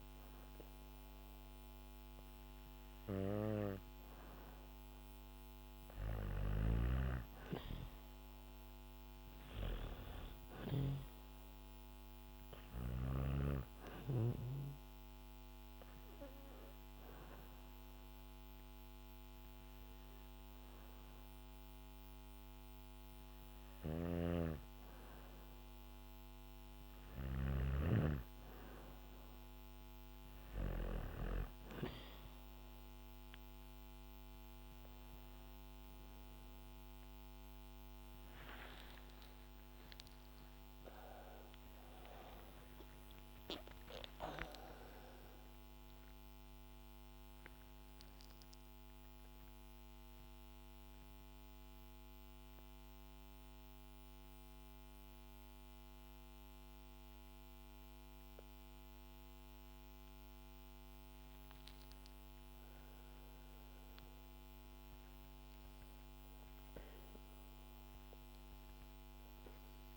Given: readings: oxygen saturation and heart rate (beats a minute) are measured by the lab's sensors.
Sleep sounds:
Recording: breathing in sleep by a microphone on the trachea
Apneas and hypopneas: 2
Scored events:
5.50-10.00 s: snoring (device-marked)
14.00-25.00 s: hypopnea (oxygen 96% before, 93% lowest, heart rate 69 before, 65 extreme, up 2 after)
23.00-27.00 s: snoring (device-marked)
37.50-43.00 s: arousal
49.00-60.00 s: central apnea (oxygen 96% before, 94% lowest, heart rate 72 before, 59 extreme, up 3 after)
62.00-66.50 s: arousal
From the record:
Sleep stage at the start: N2 (light sleep)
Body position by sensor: on the back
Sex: female

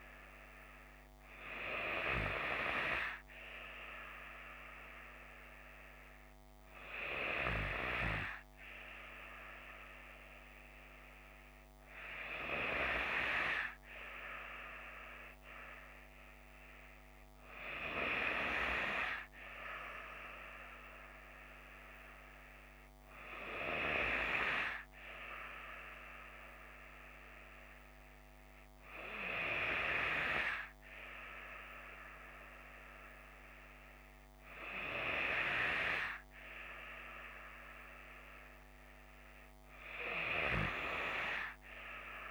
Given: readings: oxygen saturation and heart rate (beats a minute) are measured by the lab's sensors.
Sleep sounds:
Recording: breathing in sleep by a microphone on the trachea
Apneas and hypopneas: none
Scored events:
none scored
From the record:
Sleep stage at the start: N3 (deep sleep)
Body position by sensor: on the left side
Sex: female

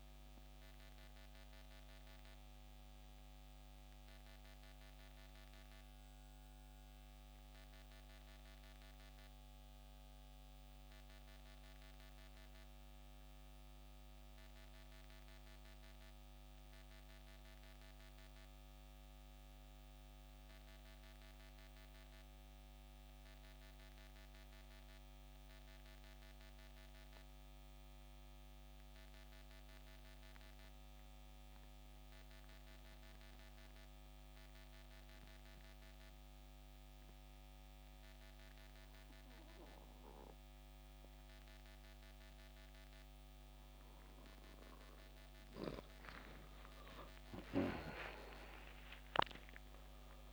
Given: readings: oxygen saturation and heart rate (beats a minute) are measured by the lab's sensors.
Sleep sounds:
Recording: breathing in sleep by a microphone on the trachea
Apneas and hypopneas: 1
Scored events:
0.00-2.00 s: oxygen desaturation (device-marked, oxygen 85% lowest, heart rate 70 extreme)
26.50-44.00 s: mixed apnea (oxygen 98% before, 86% lowest, heart rate 73 before, 66 extreme, up 13 after)
33.00-50.33 s: oxygen desaturation (device-marked, oxygen 95% before, 91% lowest, heart rate 72 before, 66 extreme)
45.50-50.00 s: arousal
From the record:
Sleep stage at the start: REM sleep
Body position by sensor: on the back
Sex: male

